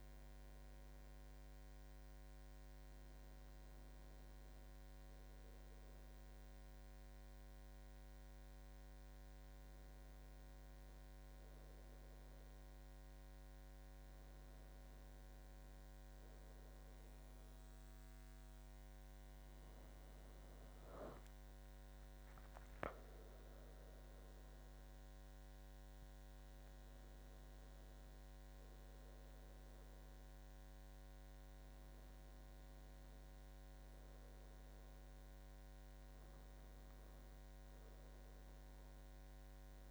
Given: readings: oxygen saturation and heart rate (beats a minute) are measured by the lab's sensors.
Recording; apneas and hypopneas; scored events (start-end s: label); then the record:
breathing in sleep, hard to hear, by a microphone on the trachea; none
none scored
From the record:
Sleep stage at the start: N1 (lightest sleep); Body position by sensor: on the back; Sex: male